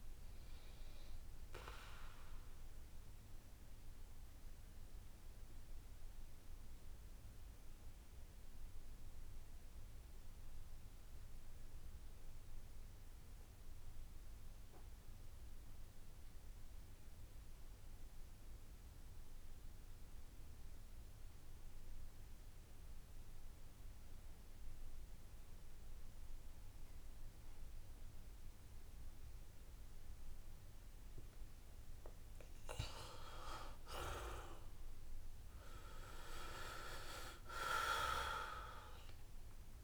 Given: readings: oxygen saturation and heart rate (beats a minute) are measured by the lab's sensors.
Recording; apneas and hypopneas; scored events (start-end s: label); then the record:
breathing in sleep by a room microphone; 1
0.00-12.00 s: oxygen desaturation (device-marked, oxygen 86% lowest, heart rate 68 extreme)
3.00-33.50 s: obstructive apnea (oxygen 95% before, 82% lowest, heart rate 73 before, 64 extreme, up 7 after)
23.00-39.83 s: oxygen desaturation (device-marked, oxygen 94% before, 82% lowest, heart rate 69 before, 64 extreme)
35.50-39.50 s: arousal
From the record:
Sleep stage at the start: N2 (light sleep); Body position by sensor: on the back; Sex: male